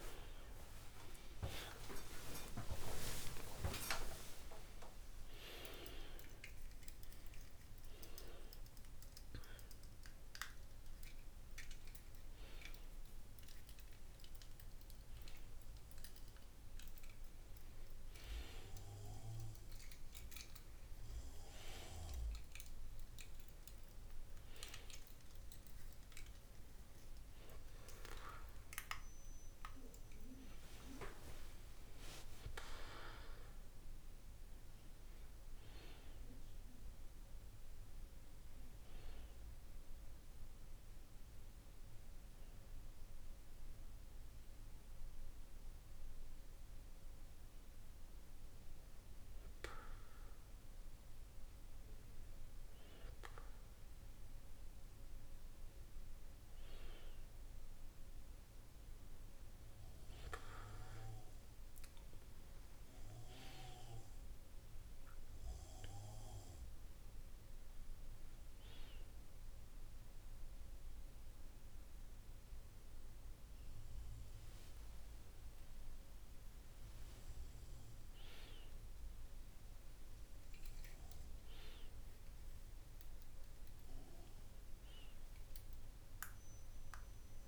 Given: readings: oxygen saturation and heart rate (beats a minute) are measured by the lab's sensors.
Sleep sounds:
a person partly awake in a sleep study, by a room microphone; 1
12.50-87.47 s: new sleep stage, N1 (lightest sleep)
39.50-51.50 s: hypopnea (oxygen 98% before, 93% lowest, heart rate 56 before, 53 extreme, up 0 after)
53.50-57.00 s: arousal
55.50-70.50 s: oxygen desaturation (device-marked, oxygen 96% before, 93% lowest, heart rate 54 before, 52 extreme)
73.50-78.00 s: arousal
From the record:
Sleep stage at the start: awake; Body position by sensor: on the back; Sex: male

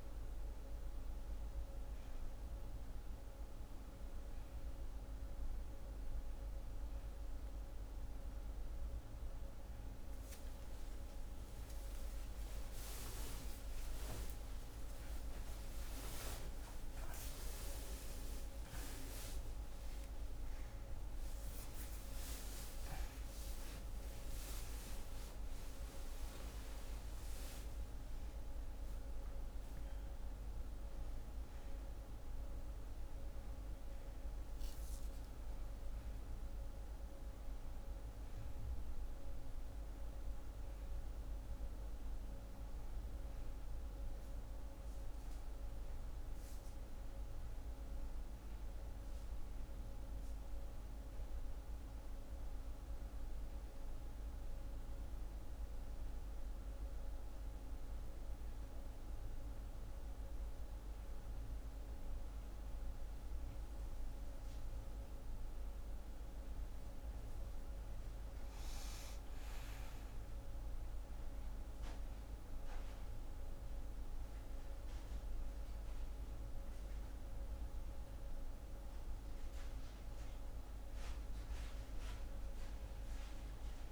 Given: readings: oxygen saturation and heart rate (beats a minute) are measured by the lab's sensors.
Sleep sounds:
a person partly awake in a sleep study, hard to hear, by a room microphone; none
41.50-83.92 s: new sleep stage, N1 (lightest sleep)
From the record:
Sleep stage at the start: awake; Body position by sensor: on the back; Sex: female

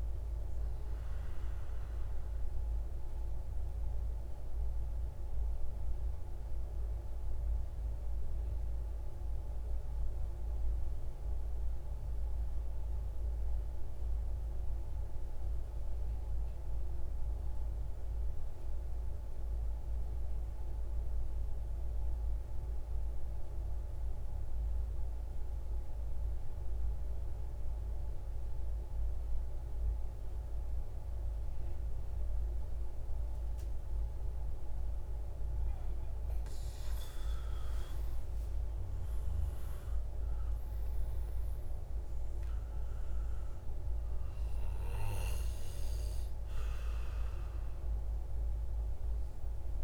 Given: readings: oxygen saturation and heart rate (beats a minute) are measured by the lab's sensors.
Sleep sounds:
breathing in sleep, hard to hear, by a room microphone; 1
0.00-7.00 s: oxygen desaturation (device-marked, oxygen 90% lowest, heart rate 103 extreme)
2.00-36.00 s: central apnea (oxygen 97% before, 91% lowest, heart rate 152 before, 78 extreme, up 40 after)
29.00-49.84 s: oxygen desaturation (device-marked, oxygen 99% before, 91% lowest, heart rate 151 before, 27 extreme)
38.00-42.00 s: arousal
From the record:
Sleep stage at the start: N2 (light sleep); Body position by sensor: on the right side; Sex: male

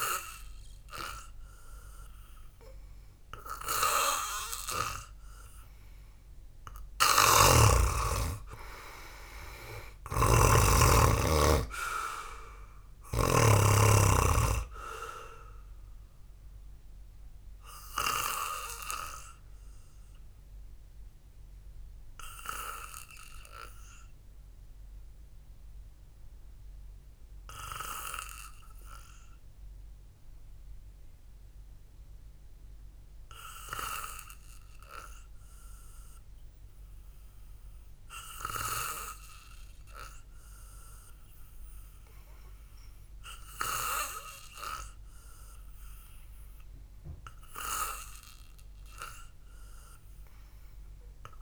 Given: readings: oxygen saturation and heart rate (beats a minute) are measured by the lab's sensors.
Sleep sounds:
breathing in sleep by a room microphone; 1
7.50-14.00 s: snoring (device-marked)
12.50-37.50 s: oxygen desaturation (device-marked, oxygen 96% before, 91% lowest, heart rate 60 before, 52 extreme)
20.50-42.50 s: obstructive apnea (oxygen 98% before, 91% lowest, heart rate 57 before, 52 extreme)
44.00-48.00 s: arousal
From the record:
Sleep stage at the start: N2 (light sleep); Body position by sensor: on the back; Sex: male

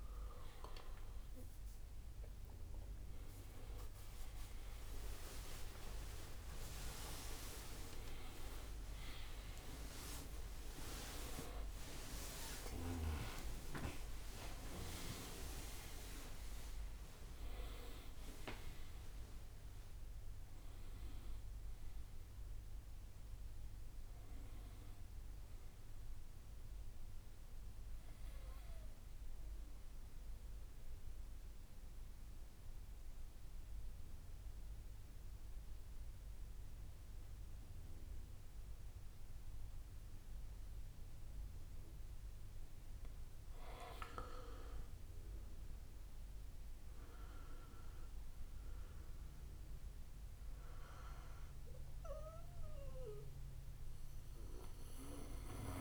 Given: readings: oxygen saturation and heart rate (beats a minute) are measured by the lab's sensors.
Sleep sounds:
a person partly awake in a sleep study, by a room microphone; 1
0.00-17.00 s: oxygen desaturation (device-marked, oxygen 92% lowest, heart rate 60 extreme)
2.00-20.00 s: tachycardia (device-marked, heart rate 64 before, 186 extreme)
4.50-6.50 s: long interval between heartbeats (device-marked, heart rate 66 before, 83 extreme)
8.00-10.00 s: long interval between heartbeats (device-marked, heart rate 77 before, 157 extreme)
8.00-24.00 s: drop in pulse transit time (device-marked, heart rate 77 before, 100 extreme)
10.00-12.00 s: long interval between heartbeats (device-marked, heart rate 88 before, 180 extreme)
12.50-14.50 s: long interval between heartbeats (device-marked, heart rate 101 before, 158 extreme)
15.50-17.50 s: long interval between heartbeats (device-marked, heart rate 115 before, 130 extreme)
17.50-19.50 s: long interval between heartbeats (device-marked, heart rate 123 before, 120 extreme)
19.50-21.50 s: long interval between heartbeats (device-marked, heart rate 127 before, 114 extreme)
22.00-55.81 s: new sleep stage, N2 (light sleep)
29.00-43.00 s: obstructive apnea (oxygen 99% before, 89% lowest, heart rate 125 before, 58 extreme, up 8 after)
41.00-55.81 s: oxygen desaturation (device-marked, oxygen 99% before, 90% lowest, heart rate 73 before, 56 extreme)
44.50-48.50 s: arousal
52.00-55.81 s: bradycardia (device-marked, heart rate 68 before, 58 extreme)
From the record:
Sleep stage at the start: awake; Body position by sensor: on the back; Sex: male

